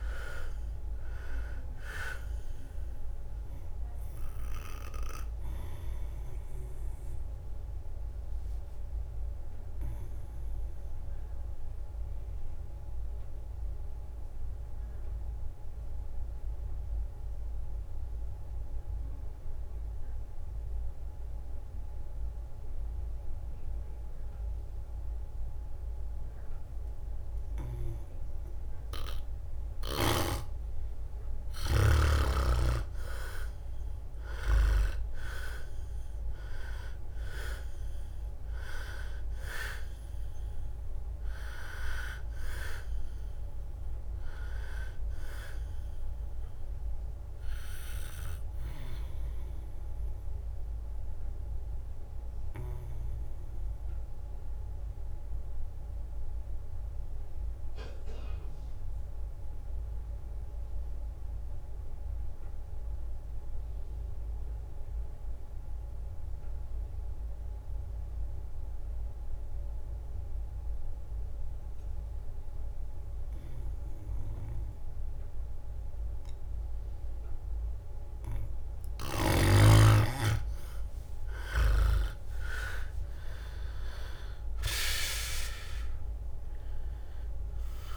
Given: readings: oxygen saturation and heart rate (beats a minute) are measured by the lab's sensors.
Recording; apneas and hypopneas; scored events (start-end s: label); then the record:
breathing in sleep by a room microphone; 2
0.00-8.00 s: drop in pulse transit time (device-marked, heart rate 64 extreme)
0.00-23.00 s: oxygen desaturation (device-marked, oxygen 89% lowest, heart rate 59 extreme)
7.00-29.50 s: obstructive apnea (oxygen 100% before, 89% lowest, heart rate 68 before, 59 extreme, up 9 after)
30.00-33.00 s: leg movement (device-marked)
32.00-36.00 s: arousal
32.00-50.00 s: drop in pulse transit time (device-marked, heart rate 63 before, 66 extreme)
34.00-40.00 s: oxygen desaturation (device-marked, oxygen 100% before, 95% lowest, heart rate 64 before, 59 extreme)
46.00-65.00 s: oxygen desaturation (device-marked, oxygen 96% before, 92% lowest, heart rate 69 before, 59 extreme)
52.50-78.00 s: obstructive apnea (oxygen 100% before, 90% lowest, heart rate 69 before, 59 extreme, up 14 after)
80.00-87.97 s: oxygen desaturation (device-marked, oxygen 99% before, 90% lowest, heart rate 62 before, 59 extreme)
80.50-85.50 s: arousal
82.00-87.97 s: drop in pulse transit time (device-marked, heart rate 63 before, 69 extreme)
From the record:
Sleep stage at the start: N2 (light sleep); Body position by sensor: on the back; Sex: male